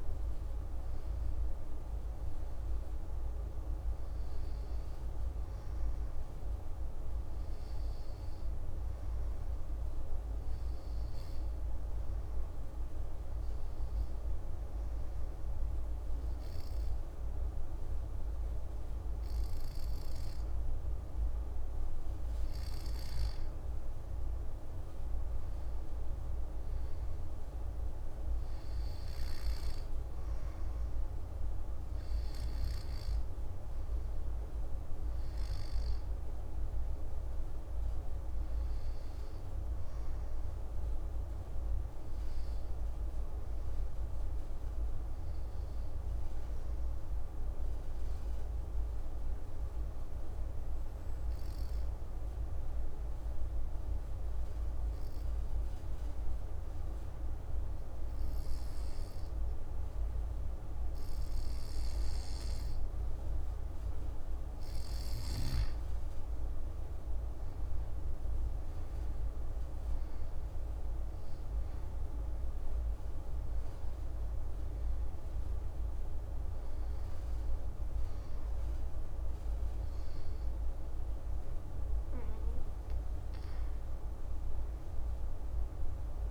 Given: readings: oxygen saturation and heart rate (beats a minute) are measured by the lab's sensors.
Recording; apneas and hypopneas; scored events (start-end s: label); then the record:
breathing in sleep, hard to hear, by a room microphone; 2
9.00-21.00 s: obstructive apnea (oxygen 96% before, 94% lowest)
24.50-29.00 s: arousal
46.50-63.50 s: obstructive apnea (oxygen 96% before, 94% lowest)
66.50-70.50 s: arousal
From the record:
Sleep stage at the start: N2 (light sleep); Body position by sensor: on the back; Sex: male